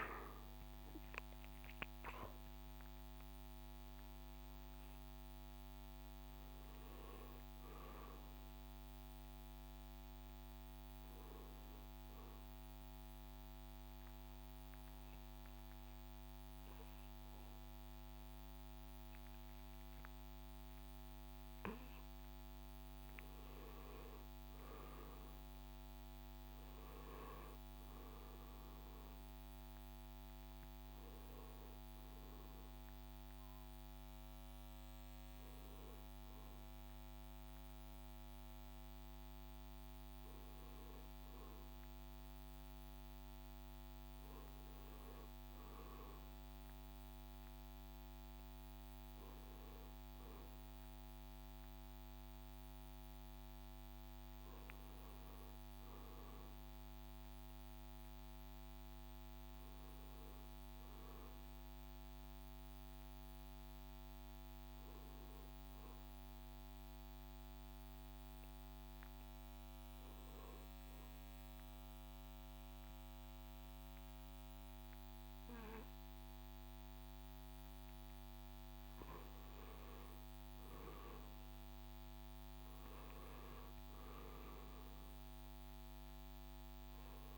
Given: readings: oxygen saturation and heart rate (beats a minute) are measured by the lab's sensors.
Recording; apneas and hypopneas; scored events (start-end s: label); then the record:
breathing in sleep, hard to hear, by a microphone on the trachea; 2
0.00-1.50 s: arousal
11.00-87.38 s: new sleep stage, N2 (light sleep)
12.50-24.00 s: mixed apnea (oxygen 94% before, 88% lowest, heart rate 78 before, 72 extreme, up 1 after)
26.00-30.00 s: arousal
33.00-45.00 s: oxygen desaturation (device-marked, oxygen 95% before, 88% lowest, heart rate 74 before, 71 extreme)
56.50-61.50 s: arousal
67.50-80.00 s: hypopnea (oxygen 96% before, 88% lowest, heart rate 73 before, 66 extreme, up 7 after)
82.50-85.50 s: arousal
84.00-87.38 s: oxygen desaturation (device-marked, oxygen 95% before, 89% lowest, heart rate 70 before, 66 extreme)
From the record:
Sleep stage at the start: N1 (lightest sleep); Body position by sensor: on the back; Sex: male